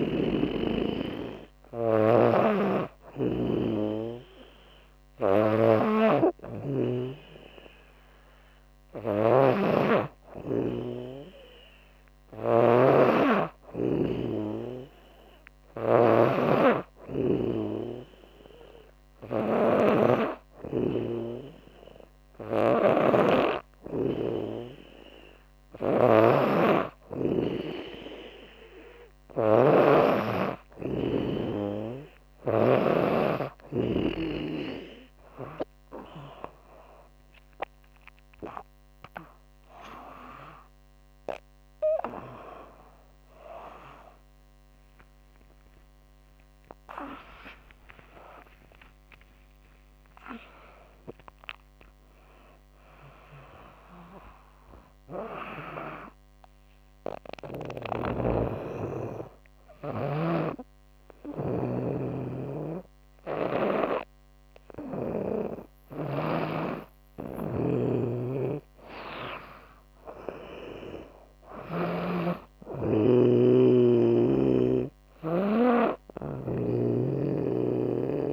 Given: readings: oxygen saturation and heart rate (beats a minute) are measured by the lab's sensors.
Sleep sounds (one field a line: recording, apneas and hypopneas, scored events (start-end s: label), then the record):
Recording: breathing in sleep by a microphone on the trachea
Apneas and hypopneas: 1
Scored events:
0.00-1.00 s: arousal
4.50-32.00 s: snoring (device-marked)
43.00-48.50 s: arousal
43.50-52.50 s: tachycardia (device-marked, heart rate 81 before, 120 extreme)
47.00-49.00 s: long interval between heartbeats (device-marked, heart rate 83 before, 110 extreme)
55.00-66.00 s: hypopnea (oxygen 96% before, 96% lowest, heart rate 98 before, 68 extreme, up 9 after)
57.00-64.50 s: snoring (device-marked)
66.50-71.00 s: snoring (device-marked)
68.00-71.50 s: arousal
From the record:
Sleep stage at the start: N2 (light sleep)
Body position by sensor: on the back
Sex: female